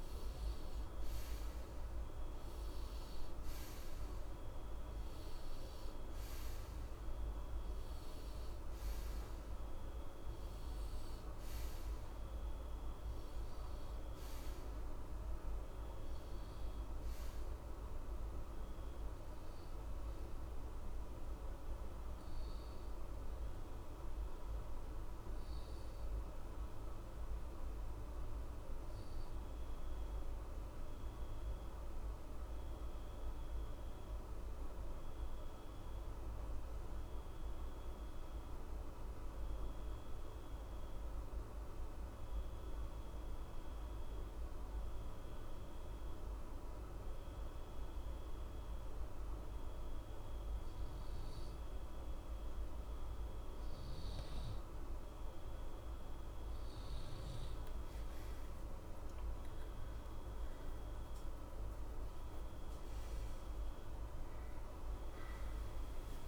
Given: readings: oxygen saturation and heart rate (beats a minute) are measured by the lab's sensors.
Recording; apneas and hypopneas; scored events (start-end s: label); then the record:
breathing in sleep, hard to hear, by a room microphone; 1
0.00-29.00 s: oxygen desaturation (device-marked, oxygen 89% lowest, heart rate 60 extreme)
27.00-50.50 s: obstructive apnea (oxygen 93% before, 91% lowest, heart rate 60 before, 60 extreme, up 0 after)
56.50-61.50 s: arousal
From the record:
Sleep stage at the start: N2 (light sleep); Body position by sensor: on the right side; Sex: male